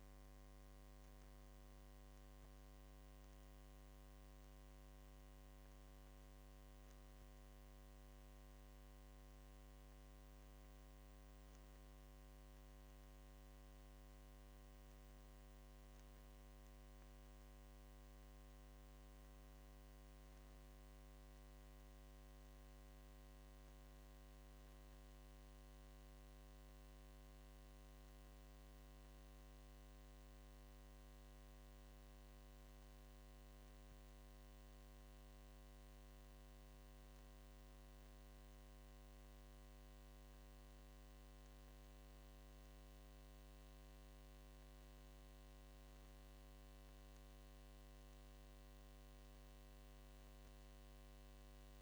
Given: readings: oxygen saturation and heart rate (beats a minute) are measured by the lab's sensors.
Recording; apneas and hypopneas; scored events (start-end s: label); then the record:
breathing in sleep, hard to hear, by a microphone on the trachea; none
none scored
From the record:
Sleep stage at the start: N1 (lightest sleep); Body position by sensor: on the left side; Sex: male